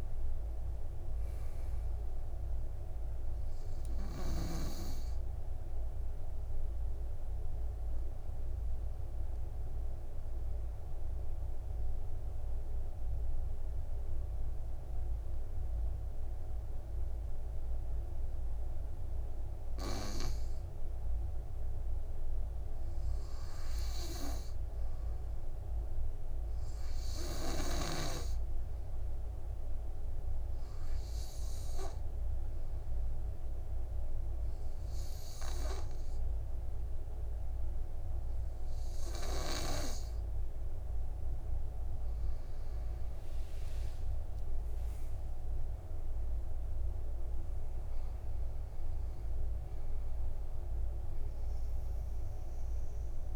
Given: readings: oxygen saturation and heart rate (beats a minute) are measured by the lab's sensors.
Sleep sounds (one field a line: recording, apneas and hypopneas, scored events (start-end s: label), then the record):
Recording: breathing in sleep by a room microphone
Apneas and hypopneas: 2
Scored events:
3.50-10.50 s: oxygen desaturation (device-marked, oxygen 99% before, 94% lowest, heart rate 62 before, 52 extreme)
10.00-22.00 s: obstructive apnea (oxygen 100% before, 93% lowest, heart rate 64 before, 52 extreme, up 7 after)
24.00-27.00 s: arousal
30.50-51.50 s: oxygen desaturation (device-marked, oxygen 99% before, 93% lowest, heart rate 56 before, 49 extreme)
32.00-42.00 s: obstructive apnea (oxygen 99% before, 93% lowest, heart rate 56 before, 49 extreme, up 18 after)
43.50-47.50 s: arousal
From the record:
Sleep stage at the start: N2 (light sleep)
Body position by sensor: on the back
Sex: male